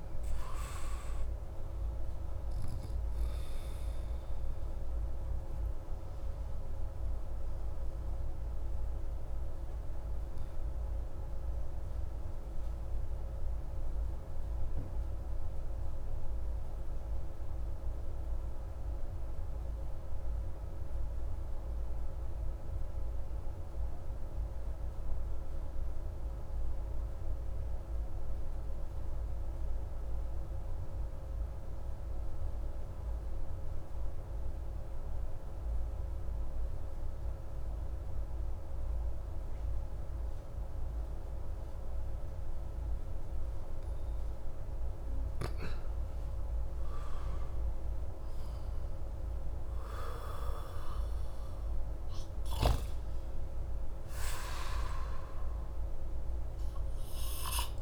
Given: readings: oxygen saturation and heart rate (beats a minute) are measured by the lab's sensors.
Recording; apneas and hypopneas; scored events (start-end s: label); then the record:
breathing in sleep, hard to hear, by a room microphone; 1
6.00-44.00 s: obstructive apnea (oxygen 97% before, 91% lowest)
44.50-49.00 s: arousal
From the record:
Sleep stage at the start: N2 (light sleep); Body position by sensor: on the back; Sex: male